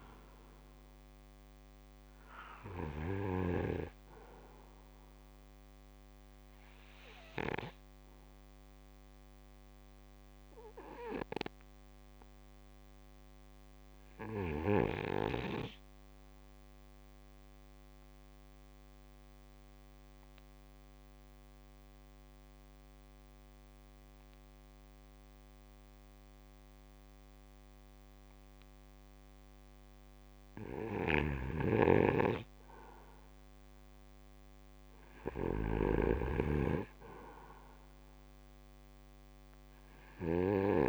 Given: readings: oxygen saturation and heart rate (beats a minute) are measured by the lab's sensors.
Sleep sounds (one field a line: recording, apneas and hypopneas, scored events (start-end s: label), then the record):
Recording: breathing in sleep by a microphone on the trachea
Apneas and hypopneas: 1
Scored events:
0.00-3.50 s: snoring (device-marked)
0.00-9.50 s: oxygen desaturation (device-marked, oxygen 83% lowest, heart rate 65 extreme)
6.00-31.00 s: obstructive apnea (oxygen 94% before, 86% lowest, heart rate 68 before, 65 extreme, up 2 after)
30.50-40.89 s: snoring (device-marked)
31.50-40.89 s: oxygen desaturation (device-marked, oxygen 97% before, 86% lowest, heart rate 67 before, 65 extreme)
33.50-37.00 s: arousal
From the record:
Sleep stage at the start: REM sleep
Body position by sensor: on the back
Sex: male